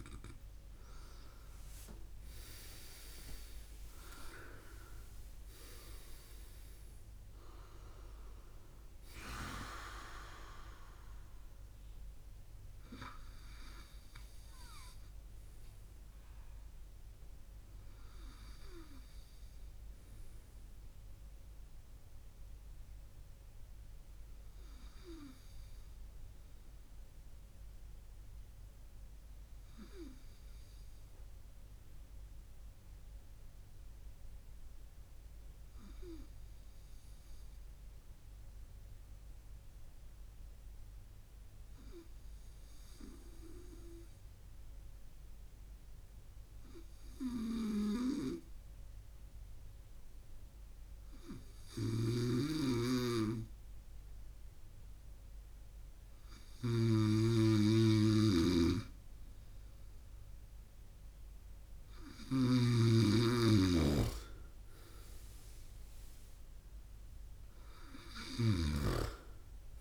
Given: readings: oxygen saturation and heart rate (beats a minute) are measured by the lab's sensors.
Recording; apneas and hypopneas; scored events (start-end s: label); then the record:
breathing in sleep by a room microphone; 1
0.00-3.00 s: arousal
24.00-56.00 s: hypopnea (oxygen 98% before, 96% lowest, heart rate 63 before, 59 extreme, up 2 after)
51.50-69.81 s: snoring (device-marked)
58.50-62.00 s: arousal
From the record:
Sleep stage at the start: N2 (light sleep); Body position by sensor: on the right side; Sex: male